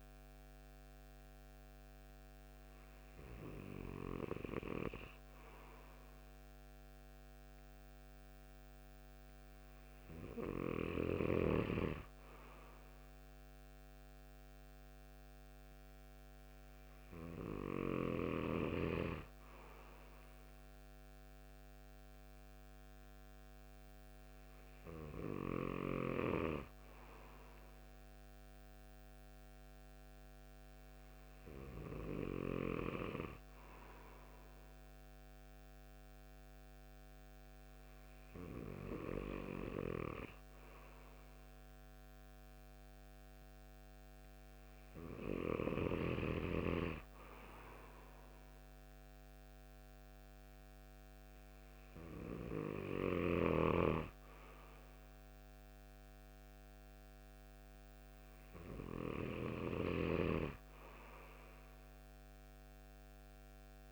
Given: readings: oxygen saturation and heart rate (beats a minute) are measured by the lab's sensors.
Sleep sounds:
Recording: breathing in sleep by a microphone on the trachea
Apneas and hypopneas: none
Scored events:
none scored
From the record:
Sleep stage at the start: N2 (light sleep)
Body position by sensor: on the right side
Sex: male

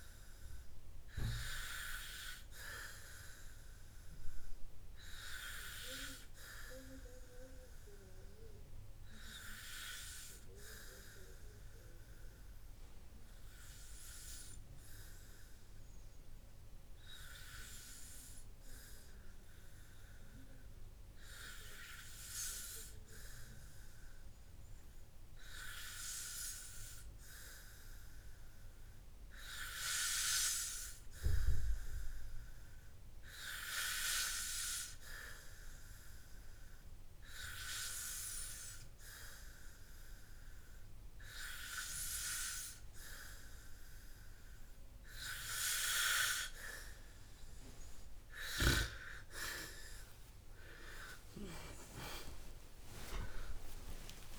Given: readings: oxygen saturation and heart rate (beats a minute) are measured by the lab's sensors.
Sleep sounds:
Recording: breathing in sleep by a room microphone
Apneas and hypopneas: 1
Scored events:
5.50-45.00 s: hypopnea (oxygen 96% before, 94% lowest, heart rate 67 before, 54 extreme, up 18 after)
51.50-54.39 s: arousal
From the record:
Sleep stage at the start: N2 (light sleep)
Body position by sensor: on the back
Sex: male

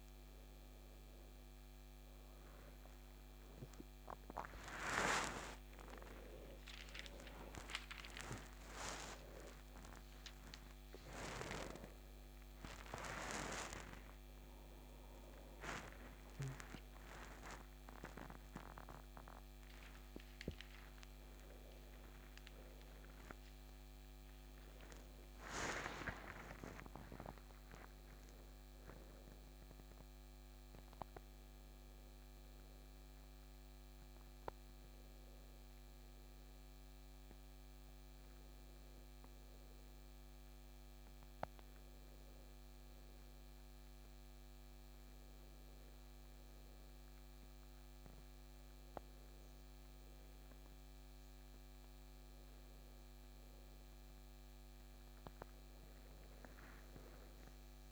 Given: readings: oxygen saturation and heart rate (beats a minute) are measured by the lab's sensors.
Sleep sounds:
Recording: a person awake in a sleep study, by a microphone on the trachea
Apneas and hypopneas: none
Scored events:
13.50-57.92 s: new sleep stage, awake
From the record:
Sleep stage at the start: N2 (light sleep)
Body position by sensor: on the back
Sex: male

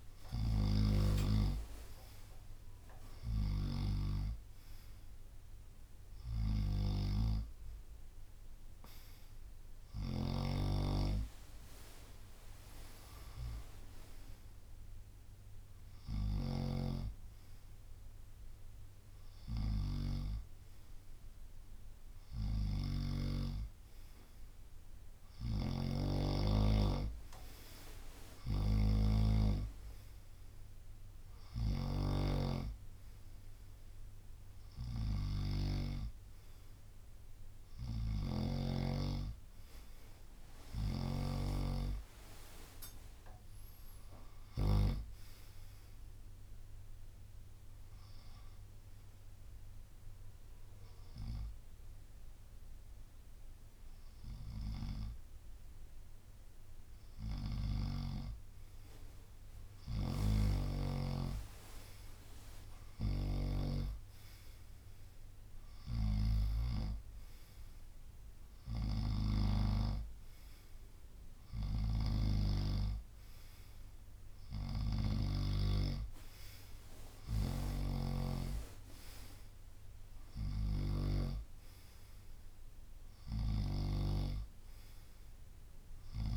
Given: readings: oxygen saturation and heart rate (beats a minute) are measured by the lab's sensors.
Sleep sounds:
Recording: breathing in sleep by a room microphone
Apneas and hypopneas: 1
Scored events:
0.00-1.00 s: snoring (device-marked)
0.00-13.50 s: drop in pulse transit time (device-marked, heart rate 70 extreme)
10.00-16.50 s: snoring (device-marked)
25.00-32.00 s: snoring (device-marked)
36.50-40.50 s: arousal
41.50-50.50 s: drop in pulse transit time (device-marked, heart rate 71 before, 69 extreme)
42.50-44.50 s: long interval between heartbeats (device-marked, heart rate 71 before, 76 extreme)
47.00-58.00 s: hypopnea (oxygen 93% before, 93% lowest, heart rate 73 before, 60 extreme, up 20 after)
60.00-75.00 s: snoring (device-marked)
60.50-65.00 s: arousal
61.50-67.50 s: drop in pulse transit time (device-marked, heart rate 70 before, 73 extreme)
75.50-84.50 s: drop in pulse transit time (device-marked, heart rate 71 before, 71 extreme)
77.00-81.00 s: snoring (device-marked)
83.00-86.37 s: snoring (device-marked)
From the record:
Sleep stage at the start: N2 (light sleep)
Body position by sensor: on the right side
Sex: male

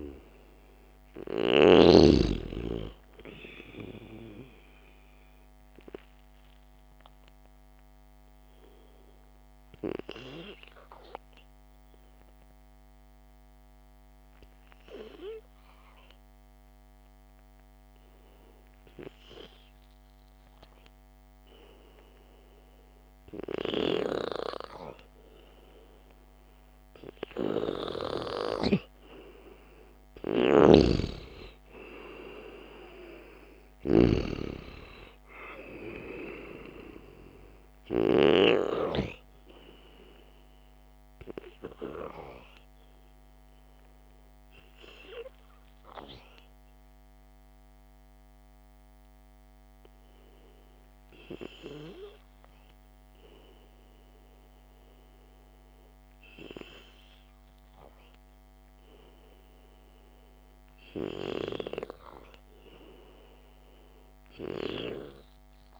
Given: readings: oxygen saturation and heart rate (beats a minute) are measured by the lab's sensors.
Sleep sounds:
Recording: breathing in sleep by a microphone on the trachea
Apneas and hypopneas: 2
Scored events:
0.00-2.00 s: snoring (device-marked)
8.00-24.50 s: hypopnea (oxygen 98% before, 93% lowest, heart rate 56 before, 53 extreme, up 0 after)
27.50-32.50 s: arousal
31.00-39.50 s: snoring (device-marked)
43.00-54.50 s: hypopnea (oxygen 97% before, 93% lowest, heart rate 57 before, 52 extreme, up 5 after)
58.00-61.00 s: arousal
From the record:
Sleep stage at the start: N2 (light sleep)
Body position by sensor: on the back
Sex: male

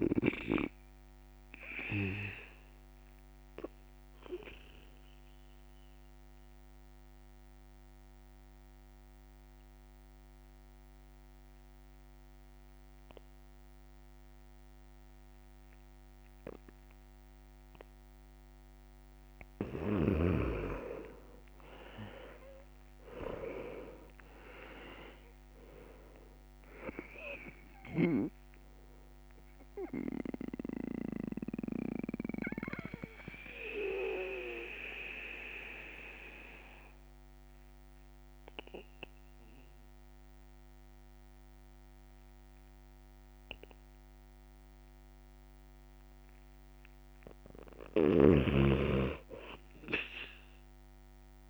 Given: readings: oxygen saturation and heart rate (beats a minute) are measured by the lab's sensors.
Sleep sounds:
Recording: breathing in sleep by a microphone on the trachea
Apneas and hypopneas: 2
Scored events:
0.50-18.50 s: obstructive apnea (oxygen 98% before, 88% lowest, heart rate 68 before, 62 extreme, up 9 after)
2.50-20.50 s: oxygen desaturation (device-marked, oxygen 98% before, 89% lowest, heart rate 69 before, 62 extreme)
22.00-26.00 s: arousal
30.00-47.00 s: obstructive apnea (oxygen 98% before, 88% lowest, heart rate 67 before, 64 extreme, up 4 after)
31.50-51.50 s: oxygen desaturation (device-marked, oxygen 98% before, 88% lowest, heart rate 68 before, 62 extreme)
From the record:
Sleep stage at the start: N2 (light sleep)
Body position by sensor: on the back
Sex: male

